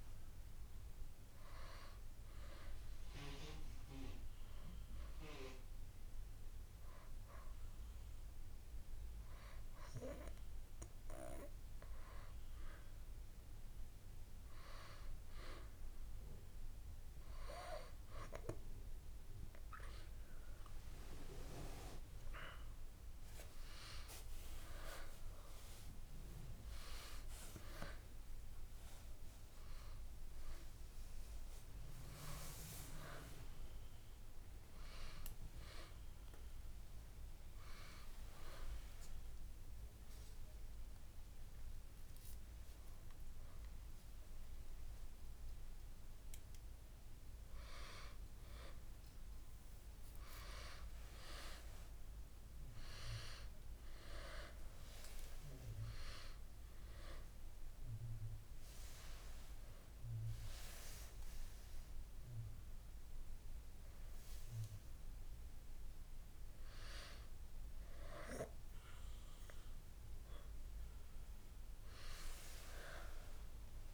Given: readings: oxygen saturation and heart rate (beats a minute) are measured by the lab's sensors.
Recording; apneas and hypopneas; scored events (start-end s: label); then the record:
breathing in sleep by a room microphone; 3
2.50-19.50 s: oxygen desaturation (device-marked, oxygen 96% before, 92% lowest, heart rate 70 before, 73 extreme)
4.50-15.50 s: hypopnea (oxygen 96% before, 91% lowest, heart rate 71 before, 73 extreme, up 4 after)
21.00-25.50 s: arousal
38.50-40.50 s: long interval between heartbeats (device-marked, heart rate 78 before, 88 extreme)
38.50-48.50 s: hypopnea (oxygen 94% before, 91% lowest, heart rate 78 before, 73 extreme, up 9 after)
41.00-43.00 s: long interval between heartbeats (device-marked, heart rate 79 before, 107 extreme)
45.00-47.00 s: long interval between heartbeats (device-marked, heart rate 88 before, 120 extreme)
47.00-49.00 s: long interval between heartbeats (device-marked, heart rate 93 before, 102 extreme)
49.00-51.00 s: long interval between heartbeats (device-marked, heart rate 96 before, 111 extreme)
50.50-54.50 s: arousal
57.50-67.50 s: oxygen desaturation (device-marked, oxygen 94% before, 91% lowest, heart rate 102 before, 73 extreme)
59.50-69.50 s: hypopnea (oxygen 94% before, 89% lowest, heart rate 102 before, 73 extreme, up 1 after)
60.50-62.50 s: long interval between heartbeats (device-marked, heart rate 101 before, 88 extreme)
70.00-73.94 s: arousal
From the record:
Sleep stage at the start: N2 (light sleep); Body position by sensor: on the back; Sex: female